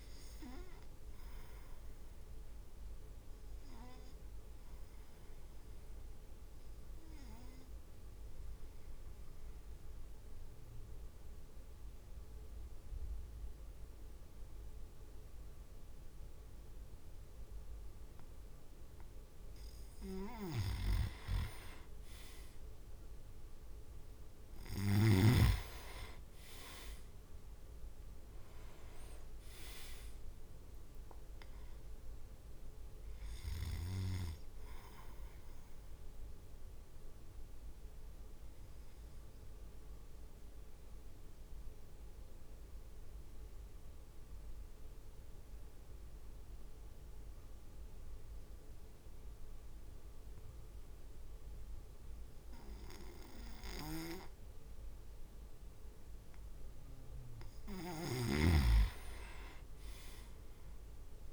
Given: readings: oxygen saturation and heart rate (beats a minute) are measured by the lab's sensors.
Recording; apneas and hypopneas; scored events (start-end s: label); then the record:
breathing in sleep by a room microphone; 2
2.00-18.50 s: obstructive apnea (oxygen 99% before, 95% lowest, heart rate 53 before, 51 extreme, up 6 after)
20.00-23.50 s: arousal
20.00-25.00 s: snoring (device-marked)
21.50-36.50 s: drop in pulse transit time (device-marked, heart rate 54 before, 54 extreme)
36.00-56.00 s: obstructive apnea (oxygen 98% before, 94% lowest, heart rate 57 before, 50 extreme, up 2 after)
57.50-61.32 s: snoring (device-marked)
59.00-61.32 s: arousal
From the record:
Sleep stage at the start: N2 (light sleep); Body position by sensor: on the back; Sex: male